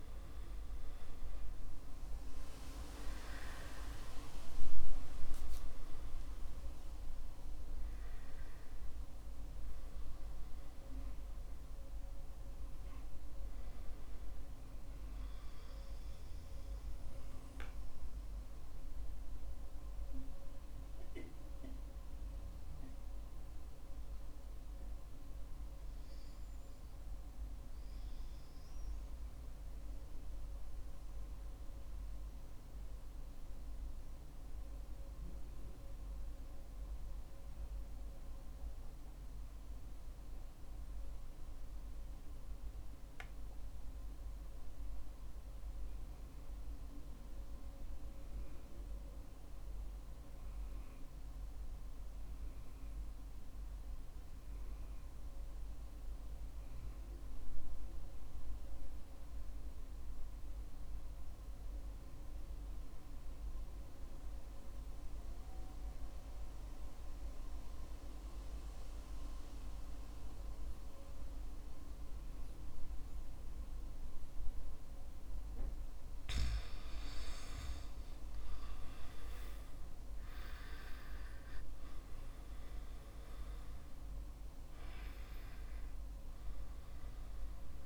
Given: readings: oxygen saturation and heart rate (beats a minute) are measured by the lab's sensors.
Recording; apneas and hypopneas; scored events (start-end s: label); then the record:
breathing in sleep by a room microphone; 1
0.00-29.00 s: oxygen desaturation (device-marked, oxygen 86% lowest, heart rate 51 extreme)
18.00-74.50 s: obstructive apnea (oxygen 93% before, 83% lowest, heart rate 63 before, 49 extreme, up 9 after)
62.00-87.86 s: oxygen desaturation (device-marked, oxygen 96% before, 83% lowest, heart rate 55 before, 48 extreme)
79.00-83.50 s: arousal
From the record:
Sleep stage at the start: REM sleep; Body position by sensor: on the back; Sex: male